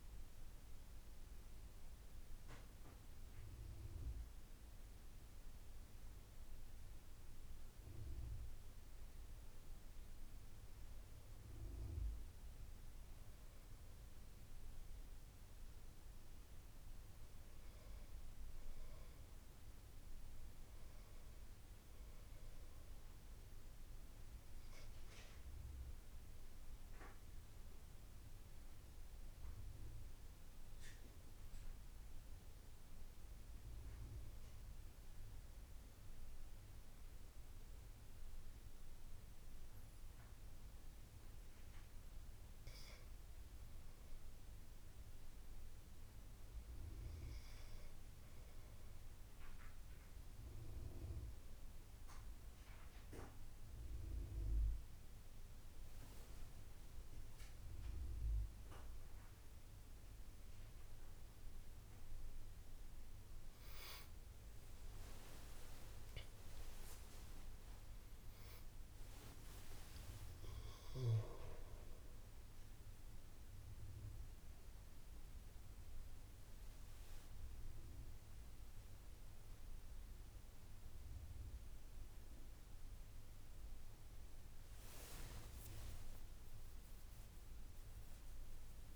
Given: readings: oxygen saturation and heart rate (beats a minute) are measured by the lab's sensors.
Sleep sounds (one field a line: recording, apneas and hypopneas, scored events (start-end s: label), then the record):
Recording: a person partly awake in a sleep study, hard to hear, by a room microphone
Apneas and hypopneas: none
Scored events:
2.50-62.50 s: new sleep stage, N2 (light sleep)
11.50-30.50 s: oxygen desaturation (device-marked, oxygen 95% before, 92% lowest, heart rate 80 before, 78 extreme)
49.50-58.50 s: oxygen desaturation (device-marked, oxygen 93% before, 90% lowest, heart rate 82 before, 83 extreme)
62.50-88.95 s: new sleep stage, awake
From the record:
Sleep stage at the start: N1 (lightest sleep)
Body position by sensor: on the back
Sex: male